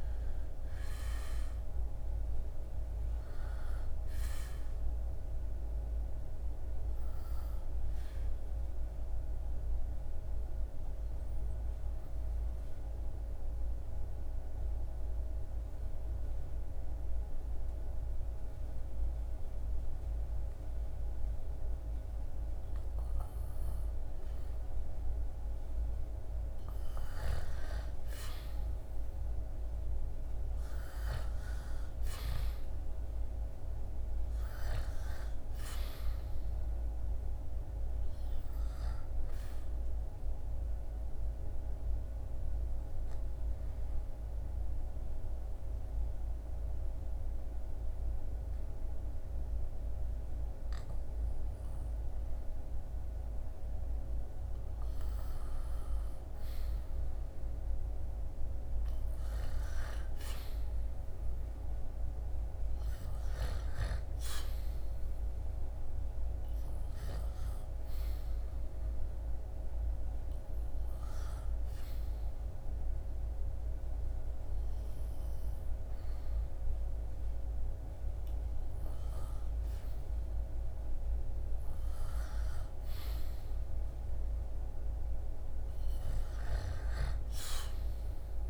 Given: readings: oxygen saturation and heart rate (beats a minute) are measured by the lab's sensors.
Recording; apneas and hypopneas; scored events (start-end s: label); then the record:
breathing in sleep, hard to hear, by a room microphone; 3
7.50-25.50 s: obstructive apnea (oxygen 98% before, 94% lowest, heart rate 76 before, 69 extreme, up 4 after)
27.50-32.50 s: arousal
39.00-54.50 s: obstructive apnea (oxygen 98% before, 94% lowest, heart rate 73 before, 69 extreme, up 2 after)
56.50-60.50 s: arousal
64.50-78.50 s: hypopnea (oxygen 98% before, 94% lowest, heart rate 72 before, 71 extreme, up 6 after)
66.50-84.50 s: oxygen desaturation (device-marked, oxygen 98% before, 94% lowest, heart rate 73 before, 70 extreme)
86.00-88.50 s: arousal
From the record:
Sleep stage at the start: N2 (light sleep); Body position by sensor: on the back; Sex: male